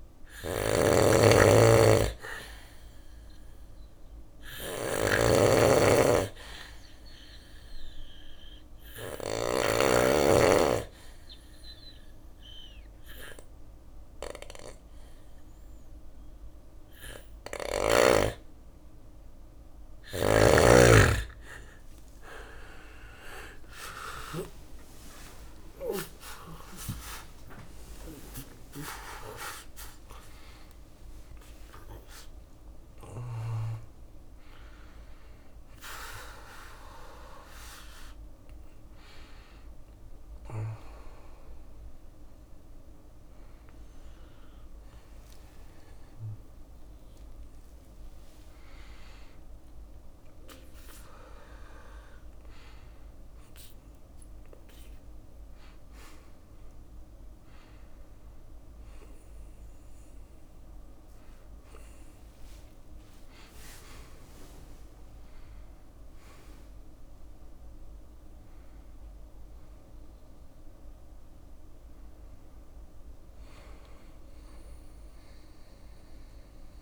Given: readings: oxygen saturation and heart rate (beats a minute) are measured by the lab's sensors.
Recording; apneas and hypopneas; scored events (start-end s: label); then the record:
a person awake in a sleep study, by a room microphone; 1
0.00-8.50 s: snoring (device-marked)
9.00-15.00 s: bradycardia (device-marked, heart rate 61 before, 59 extreme)
9.00-19.50 s: obstructive apnea (oxygen 98% before, 93% lowest, heart rate 61 before, 58 extreme, up 24 after)
12.00-72.00 s: new sleep stage, awake
19.00-23.50 s: snoring (device-marked)
22.50-24.50 s: long interval between heartbeats (device-marked, heart rate 60 before, 71 extreme)
23.00-40.00 s: drop in pulse transit time (device-marked, heart rate 61 before, 75 extreme)
25.00-51.00 s: oxygen desaturation (device-marked, oxygen 96% before, 93% lowest, heart rate 62 before, 57 extreme)
69.00-76.81 s: bradycardia (device-marked, heart rate 62 before, 55 extreme)
72.00-76.81 s: new sleep stage, N2 (light sleep)
From the record:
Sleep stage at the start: N2 (light sleep); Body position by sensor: on the back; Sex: male